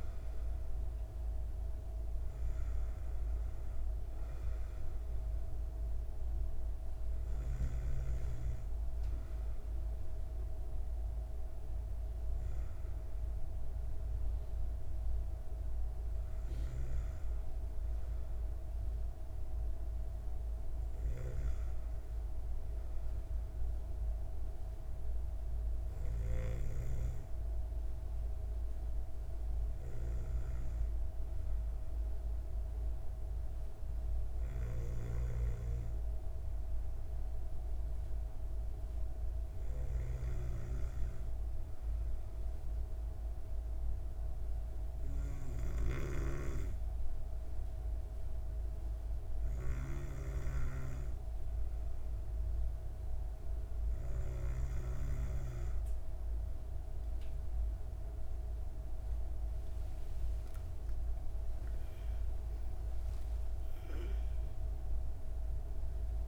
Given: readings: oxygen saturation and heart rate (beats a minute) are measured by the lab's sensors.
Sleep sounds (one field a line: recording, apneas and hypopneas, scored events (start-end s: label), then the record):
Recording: breathing in sleep by a room microphone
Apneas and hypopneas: none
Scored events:
59.00-64.50 s: arousal
From the record:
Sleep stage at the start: N2 (light sleep)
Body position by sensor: on the back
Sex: female